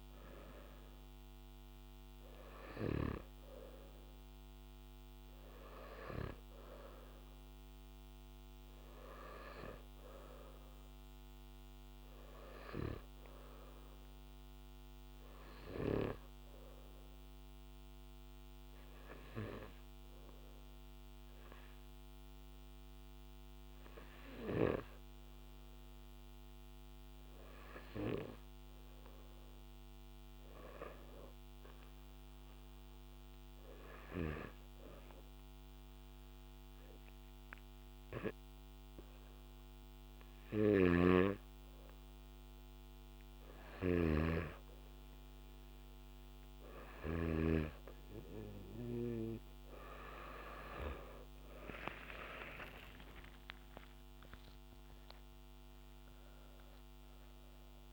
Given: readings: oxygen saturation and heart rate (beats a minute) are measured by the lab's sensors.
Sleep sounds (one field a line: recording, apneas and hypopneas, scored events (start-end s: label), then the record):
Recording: breathing in sleep by a microphone on the trachea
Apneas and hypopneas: 1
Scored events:
14.00-28.50 s: obstructive apnea (oxygen 96% before, 92% lowest, heart rate 63 before, 57 extreme, up 10 after)
30.50-35.00 s: arousal
40.50-47.50 s: snoring (device-marked)
50.50-55.00 s: arousal
52.50-54.50 s: long interval between heartbeats (device-marked, heart rate 67 before, 83 extreme)
52.50-57.93 s: oxygen desaturation (device-marked, oxygen 95% before, 92% lowest, heart rate 67 before, 57 extreme)
From the record:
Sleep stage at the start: N2 (light sleep)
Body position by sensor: on the back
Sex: male